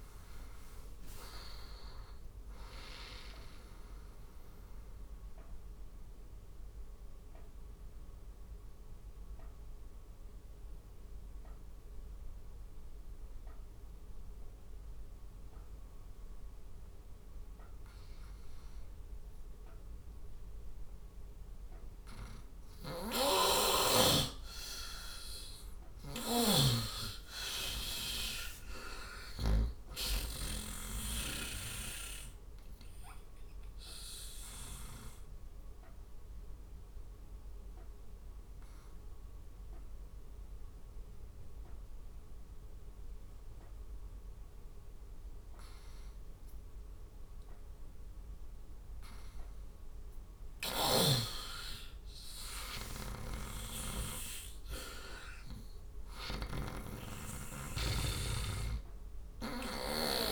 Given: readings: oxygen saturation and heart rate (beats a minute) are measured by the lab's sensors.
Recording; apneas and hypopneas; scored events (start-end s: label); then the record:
breathing in sleep by a room microphone; 2
4.50-24.00 s: obstructive apnea (oxygen 96% before, 89% lowest, heart rate 77 before, 66 extreme, up 14 after)
4.50-27.50 s: oxygen desaturation (device-marked, oxygen 94% before, 89% lowest, heart rate 77 before, 66 extreme)
22.50-29.00 s: snoring (device-marked)
25.00-28.50 s: arousal
32.50-49.00 s: obstructive apnea (oxygen 97% before, 90% lowest, heart rate 72 before, 71 extreme, up 5 after)
45.50-58.50 s: oxygen desaturation (device-marked, oxygen 94% before, 90% lowest, heart rate 77 before, 72 extreme)
50.50-53.50 s: arousal
52.50-56.00 s: snoring (device-marked)
From the record:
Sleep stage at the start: N2 (light sleep); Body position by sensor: on the right side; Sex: male